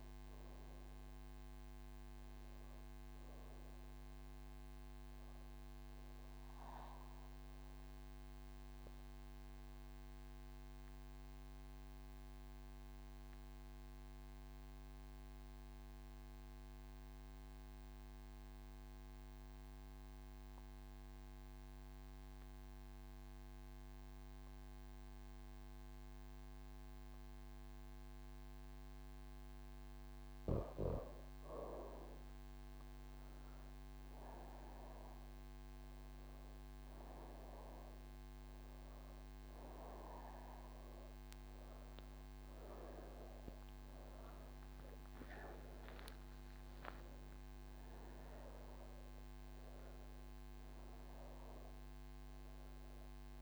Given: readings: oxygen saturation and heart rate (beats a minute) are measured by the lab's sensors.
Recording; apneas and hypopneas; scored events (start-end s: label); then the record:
breathing in sleep, hard to hear, by a microphone on the trachea; none
0.00-12.50 s: oxygen desaturation (device-marked, oxygen 87% lowest)
35.50-53.42 s: oxygen desaturation (device-marked, oxygen 99% before, 94% lowest)
From the record:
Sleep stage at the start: N3 (deep sleep); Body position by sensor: on the right side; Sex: female